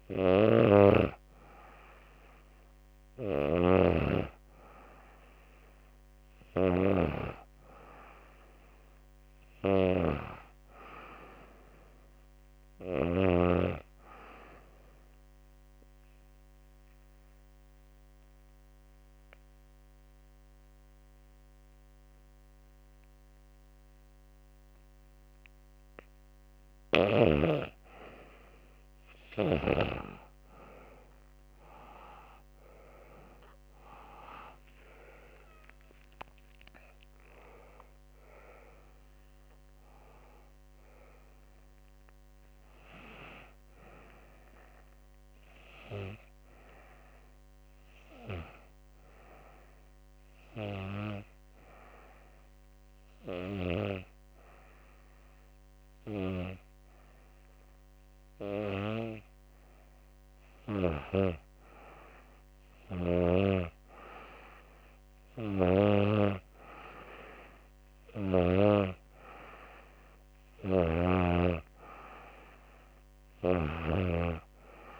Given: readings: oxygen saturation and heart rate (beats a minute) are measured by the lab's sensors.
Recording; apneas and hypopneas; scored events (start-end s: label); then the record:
breathing in sleep by a microphone on the trachea; 2
13.00-26.00 s: obstructive apnea (oxygen 94% before, 87% lowest, heart rate 77 before, 67 extreme, up 12 after)
29.00-34.50 s: arousal
29.50-51.50 s: oxygen desaturation (device-marked, oxygen 94% before, 87% lowest, heart rate 73 before, 73 extreme)
46.00-59.50 s: hypopnea (oxygen 94% before, 87% lowest, heart rate 78 before, 73 extreme, up 3 after)
61.50-64.50 s: arousal
69.50-75.00 s: snoring (device-marked)
From the record:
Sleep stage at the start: N2 (light sleep); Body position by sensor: on the back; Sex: female